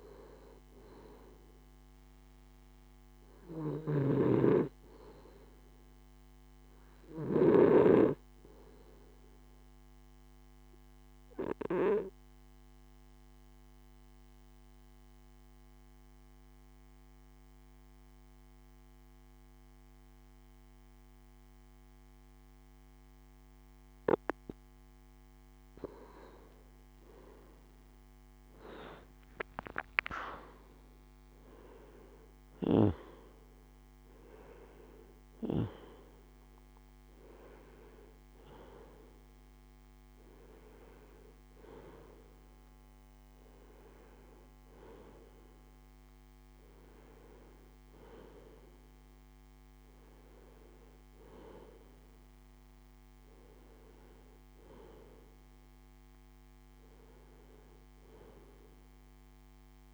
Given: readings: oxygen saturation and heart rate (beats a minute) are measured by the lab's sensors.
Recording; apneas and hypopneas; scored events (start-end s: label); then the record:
breathing in sleep by a microphone on the trachea; 1
3.00-6.00 s: arousal
4.00-8.00 s: snoring (device-marked)
10.00-25.00 s: obstructive apnea (oxygen 95% before, 91% lowest, heart rate 58 before, 56 extreme, up 22 after)
26.50-29.50 s: arousal
31.00-59.94 s: oxygen desaturation (device-marked, oxygen 95% before, 91% lowest, heart rate 59 before, 58 extreme)
From the record:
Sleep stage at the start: N2 (light sleep); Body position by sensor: on the left side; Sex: male